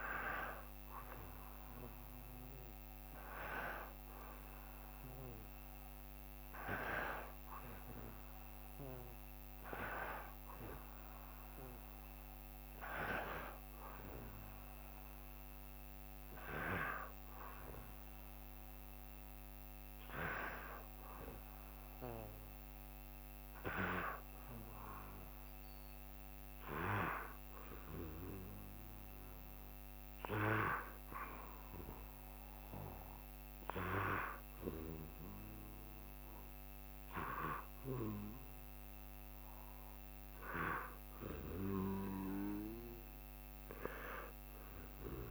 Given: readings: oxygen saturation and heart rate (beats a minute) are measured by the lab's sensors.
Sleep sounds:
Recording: breathing in sleep by a microphone on the trachea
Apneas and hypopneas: 1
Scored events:
1.50-5.00 s: arousal
7.00-22.50 s: hypopnea (oxygen 94% before, 89% lowest, heart rate 67 before, 67 extreme, up 0 after)
25.00-29.50 s: arousal
From the record:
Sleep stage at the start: N1 (lightest sleep)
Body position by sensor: on the back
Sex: male

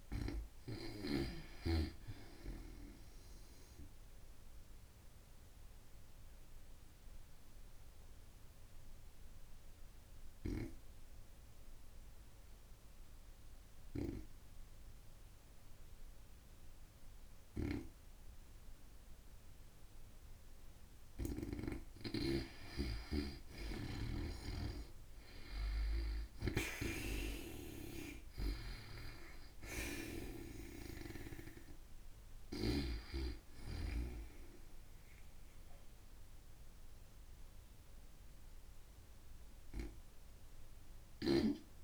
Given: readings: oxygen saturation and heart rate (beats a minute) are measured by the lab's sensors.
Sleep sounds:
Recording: breathing in sleep by a room microphone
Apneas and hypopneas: 1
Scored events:
0.00-10.00 s: oxygen desaturation (device-marked, oxygen 91% lowest, heart rate 55 extreme)
4.50-21.00 s: obstructive apnea (oxygen 96% before, 88% lowest, heart rate 78 before, 55 extreme)
23.00-41.84 s: oxygen desaturation (device-marked, oxygen 96% before, 89% lowest, heart rate 97 before, 64 extreme)
24.00-28.00 s: arousal
From the record:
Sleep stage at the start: N2 (light sleep)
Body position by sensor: on the back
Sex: female

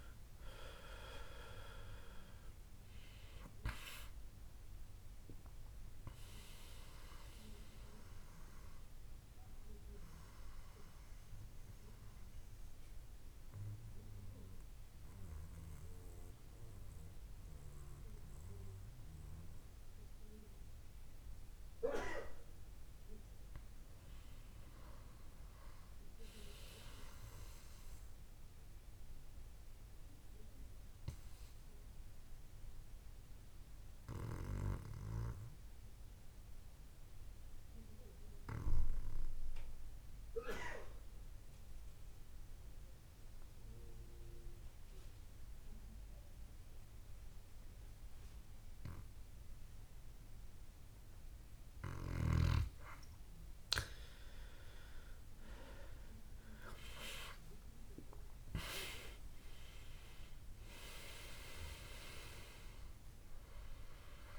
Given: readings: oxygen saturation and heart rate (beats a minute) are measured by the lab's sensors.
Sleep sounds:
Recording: breathing in sleep by a room microphone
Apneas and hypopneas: 2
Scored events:
0.00-1.00 s: arousal
0.00-15.50 s: oxygen desaturation (device-marked, oxygen 93% lowest, heart rate 69 extreme)
10.50-22.50 s: central apnea (oxygen 98% before, 86% lowest, heart rate 75 before, 69 extreme, up 2 after)
25.00-28.00 s: arousal
30.50-52.50 s: mixed apnea (oxygen 98% before, 86% lowest, heart rate 73 before, 69 extreme, up 10 after)
34.00-36.00 s: long interval between heartbeats (device-marked, heart rate 72 before, 71 extreme)
48.50-64.39 s: oxygen desaturation (device-marked, oxygen 97% before, 86% lowest, heart rate 72 before, 70 extreme)
55.00-60.00 s: arousal
56.50-64.39 s: new sleep stage, N1 (lightest sleep)
From the record:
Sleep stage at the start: N2 (light sleep)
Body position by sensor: on the back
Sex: male

